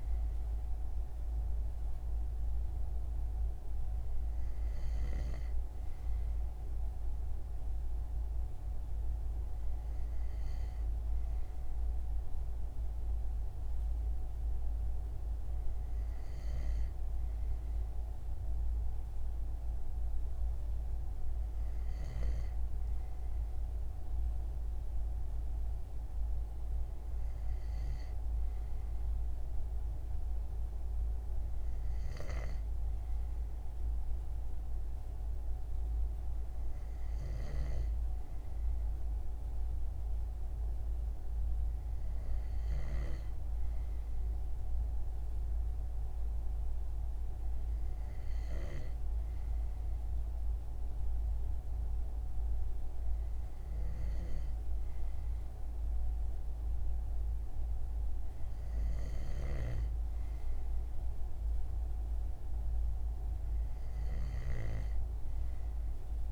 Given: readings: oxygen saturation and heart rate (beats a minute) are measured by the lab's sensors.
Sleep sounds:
breathing in sleep, hard to hear, by a room microphone; none
58.50-66.32 s: snoring (device-marked)
From the record:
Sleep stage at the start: N2 (light sleep); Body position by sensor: on the front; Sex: male

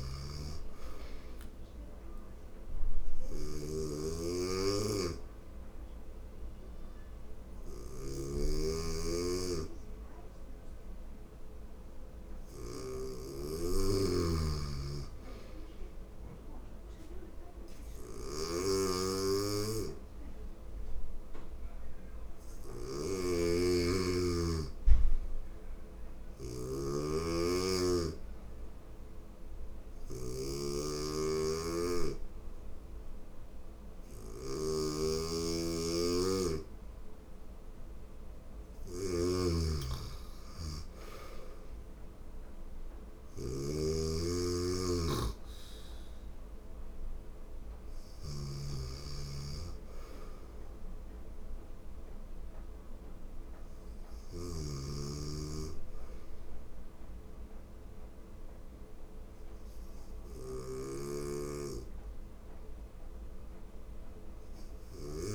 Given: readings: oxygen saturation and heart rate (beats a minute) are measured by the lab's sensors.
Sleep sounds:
breathing in sleep by a room microphone; 2
0.00-65.35 s: snoring (device-marked)
1.00-12.00 s: oxygen desaturation (device-marked, oxygen 95% before, 91% lowest, heart rate 82 before, 82 extreme)
2.50-13.00 s: hypopnea (oxygen 95% before, 89% lowest, heart rate 82 before, 82 extreme, up 1 after)
14.50-18.00 s: arousal
28.00-38.00 s: hypopnea (oxygen 96% before, 89% lowest, heart rate 83 before, 81 extreme, up 2 after)
40.00-43.50 s: arousal
51.00-61.00 s: oxygen desaturation (device-marked, oxygen 93% before, 89% lowest, heart rate 83 before, 79 extreme)
From the record:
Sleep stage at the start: N2 (light sleep); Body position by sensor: on the right side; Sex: female

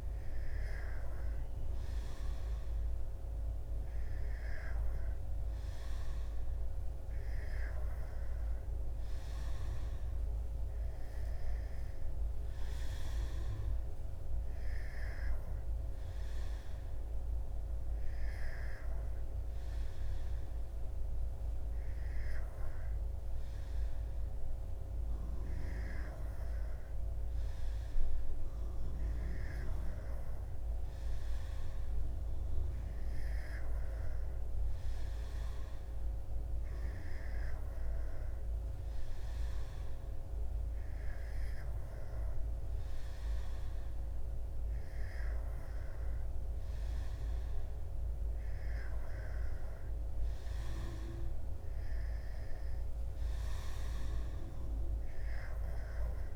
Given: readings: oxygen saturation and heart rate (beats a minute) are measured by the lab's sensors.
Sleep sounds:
breathing in sleep, hard to hear, by a room microphone; none
none scored
From the record:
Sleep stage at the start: N2 (light sleep); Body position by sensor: on the back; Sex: male

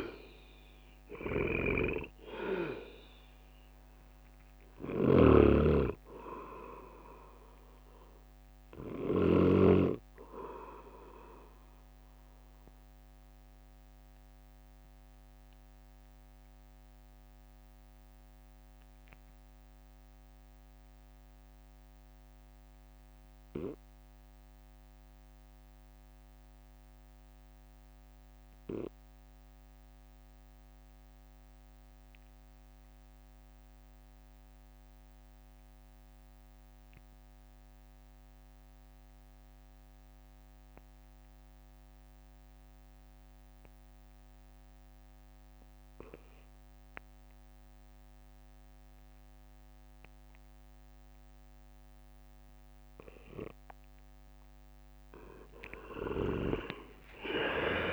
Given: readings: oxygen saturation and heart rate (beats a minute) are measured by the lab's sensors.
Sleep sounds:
breathing in sleep by a microphone on the trachea; 1
0.00-8.00 s: drop in pulse transit time (device-marked, heart rate 60 extreme)
0.00-29.00 s: oxygen desaturation (device-marked, oxygen 82% lowest, heart rate 51 extreme)
13.00-52.50 s: mixed apnea (oxygen 95% before, 82% lowest, heart rate 66 before, 49 extreme, up 19 after)
51.00-57.93 s: oxygen desaturation (device-marked, oxygen 99% before, 83% lowest, heart rate 53 before, 49 extreme)
55.00-57.93 s: arousal
From the record:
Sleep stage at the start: REM sleep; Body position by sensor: on the right side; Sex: male

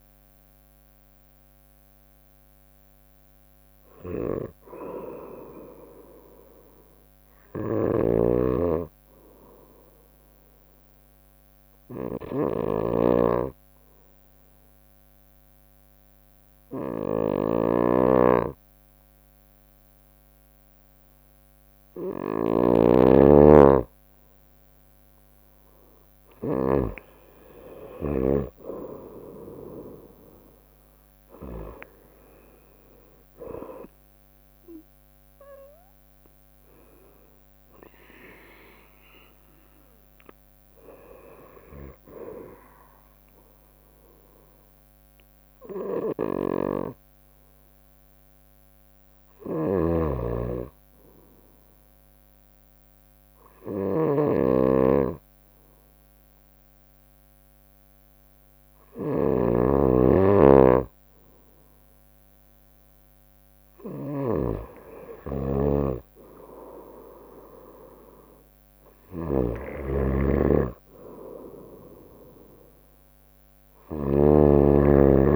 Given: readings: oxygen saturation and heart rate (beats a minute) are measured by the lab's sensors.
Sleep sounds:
breathing in sleep by a microphone on the trachea; 2
0.00-12.50 s: oxygen desaturation (device-marked, oxygen 92% lowest, heart rate 57 extreme)
7.50-27.00 s: snoring (device-marked)
9.00-24.50 s: obstructive apnea (oxygen 97% before, 92% lowest, heart rate 63 before, 57 extreme, up 6 after)
11.50-22.50 s: bradycardia (device-marked, heart rate 63 before, 57 extreme)
26.50-30.50 s: arousal
28.50-52.50 s: oxygen desaturation (device-marked, oxygen 97% before, 92% lowest, heart rate 59 before, 58 extreme)
29.50-44.50 s: drop in pulse transit time (device-marked, heart rate 59 before, 61 extreme)
48.50-62.50 s: bradycardia (device-marked, heart rate 63 before, 58 extreme)
49.00-75.36 s: snoring (device-marked)
50.50-60.50 s: obstructive apnea (oxygen 97% before, 93% lowest, heart rate 62 before, 58 extreme, up 2 after)
63.50-67.50 s: bradycardia (device-marked, heart rate 63 before, 59 extreme)
64.50-68.50 s: arousal
69.50-75.36 s: bradycardia (device-marked, heart rate 63 before, 58 extreme)
From the record:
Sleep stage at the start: N2 (light sleep); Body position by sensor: on the right side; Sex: female

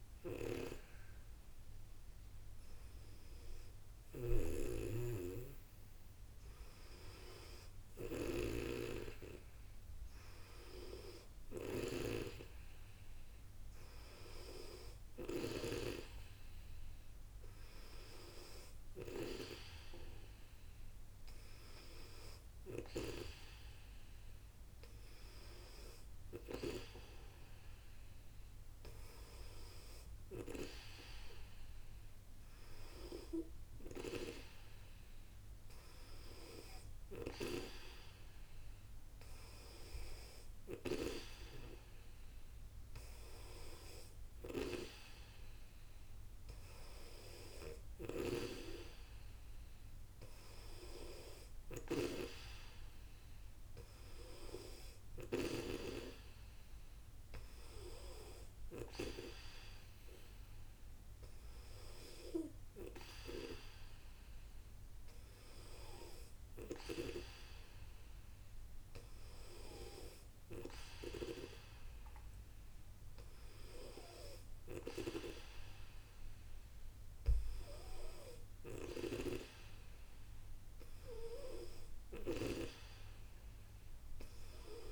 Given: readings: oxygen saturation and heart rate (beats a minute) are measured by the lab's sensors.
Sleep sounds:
breathing in sleep by a room microphone; none
5.00-13.00 s: oxygen desaturation (device-marked, oxygen 96% before, 93% lowest, heart rate 72 before, 62 extreme)
From the record:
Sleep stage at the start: N2 (light sleep); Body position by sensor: on the back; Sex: female

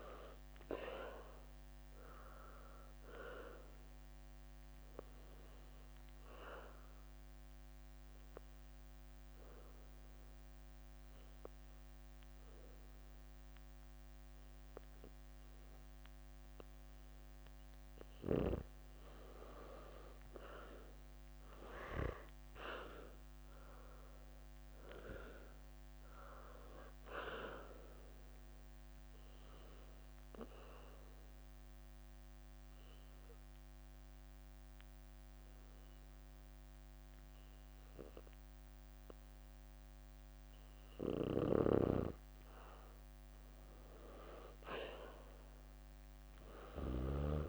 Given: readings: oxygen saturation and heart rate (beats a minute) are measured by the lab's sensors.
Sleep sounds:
breathing in sleep by a microphone on the trachea; 2
0.00-2.00 s: arousal
2.50-19.50 s: oxygen desaturation (device-marked, oxygen 95% before, 90% lowest, heart rate 67 before, 56 extreme)
6.00-17.00 s: obstructive apnea (oxygen 96% before, 90% lowest, heart rate 67 before, 56 extreme, up 9 after)
20.00-23.50 s: arousal
28.50-33.50 s: bradycardia (device-marked, heart rate 68 before, 57 extreme)
30.50-44.50 s: oxygen desaturation (device-marked, oxygen 96% before, 90% lowest, heart rate 67 before, 58 extreme)
31.00-43.00 s: hypopnea (oxygen 96% before, 90% lowest, heart rate 67 before, 58 extreme, up 13 after)
34.00-41.50 s: leg movement (device-marked)
45.50-47.49 s: arousal
From the record:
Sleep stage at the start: N2 (light sleep); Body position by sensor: on the back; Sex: female

